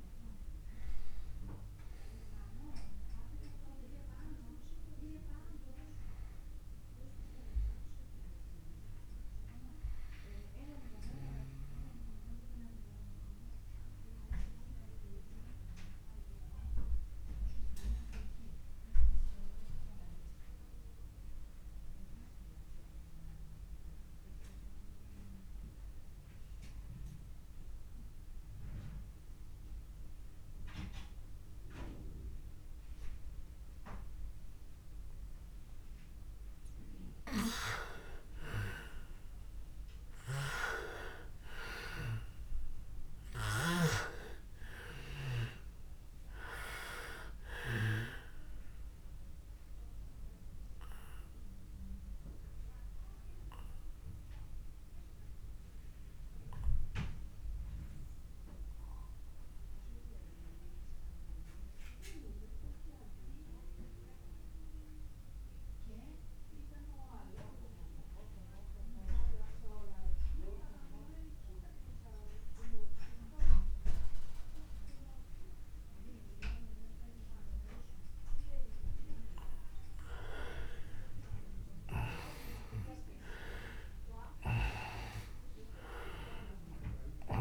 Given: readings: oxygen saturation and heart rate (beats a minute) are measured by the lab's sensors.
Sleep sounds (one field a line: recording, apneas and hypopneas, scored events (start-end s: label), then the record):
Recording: breathing in sleep by a room microphone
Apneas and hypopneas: 2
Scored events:
0.00-19.00 s: oxygen desaturation (device-marked, oxygen 86% lowest)
11.50-37.00 s: obstructive apnea (oxygen 97% before, 86% lowest)
38.00-43.00 s: arousal
43.00-73.00 s: oxygen desaturation (device-marked, oxygen 99% before, 90% lowest, heart rate 51 before, 27 extreme)
49.00-77.50 s: obstructive apnea (oxygen 99% before, 90% lowest, heart rate 50 before, 27 extreme, up 12 after)
79.00-83.50 s: arousal
85.00-87.41 s: oxygen desaturation (device-marked, oxygen 99% before, 91% lowest)
From the record:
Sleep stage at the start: N2 (light sleep)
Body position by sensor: on the back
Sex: male